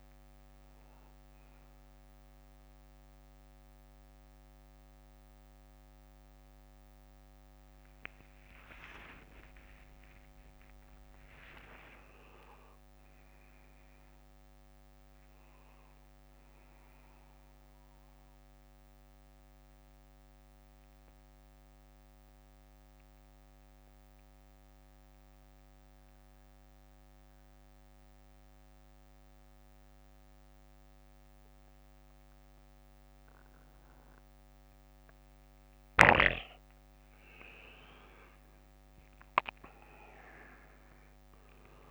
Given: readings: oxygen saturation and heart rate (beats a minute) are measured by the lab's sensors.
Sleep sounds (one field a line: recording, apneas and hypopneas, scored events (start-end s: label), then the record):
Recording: breathing in sleep by a microphone on the trachea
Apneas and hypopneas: 1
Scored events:
0.50-9.50 s: bradycardia (device-marked, heart rate 60 before, 46 extreme)
9.00-14.00 s: arousal
17.50-34.50 s: bradycardia (device-marked, heart rate 60 before, 49 extreme)
20.00-37.00 s: central apnea (oxygen 94% before, 92% lowest, heart rate 58 before, 49 extreme, up 33 after)
40.00-41.91 s: arousal
From the record:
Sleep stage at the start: N2 (light sleep)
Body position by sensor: on the back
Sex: male